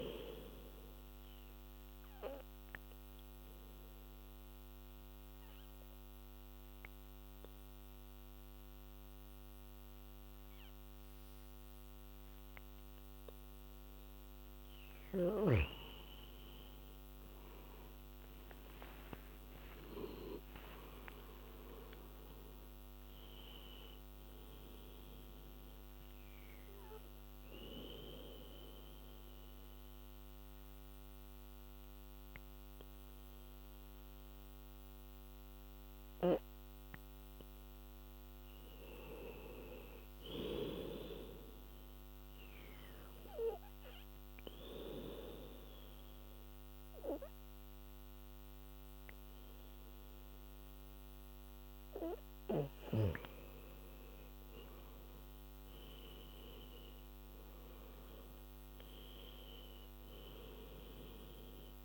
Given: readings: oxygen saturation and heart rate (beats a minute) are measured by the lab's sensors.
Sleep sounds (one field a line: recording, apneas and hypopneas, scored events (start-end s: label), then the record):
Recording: breathing in sleep by a microphone on the trachea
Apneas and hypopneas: 3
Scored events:
0.00-13.00 s: oxygen desaturation (device-marked, oxygen 91% lowest, heart rate 64 extreme)
1.00-14.00 s: obstructive apnea (oxygen 97% before, 87% lowest, heart rate 78 before, 65 extreme, up 23 after)
17.50-22.50 s: arousal
21.00-41.00 s: oxygen desaturation (device-marked, oxygen 98% before, 87% lowest, heart rate 73 before, 65 extreme)
25.50-36.50 s: obstructive apnea (oxygen 98% before, 87% lowest, heart rate 76 before, 65 extreme, up 14 after)
38.00-41.00 s: arousal
42.00-52.50 s: obstructive apnea (oxygen 98% before, 89% lowest, heart rate 75 before, 70 extreme, up 13 after)
43.00-53.00 s: oxygen desaturation (device-marked, oxygen 100% before, 93% lowest, heart rate 75 before, 70 extreme)
55.00-61.85 s: oxygen desaturation (device-marked, oxygen 97% before, 89% lowest, heart rate 75 before, 70 extreme)
55.50-59.00 s: arousal
From the record:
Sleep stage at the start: N2 (light sleep)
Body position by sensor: on the back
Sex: female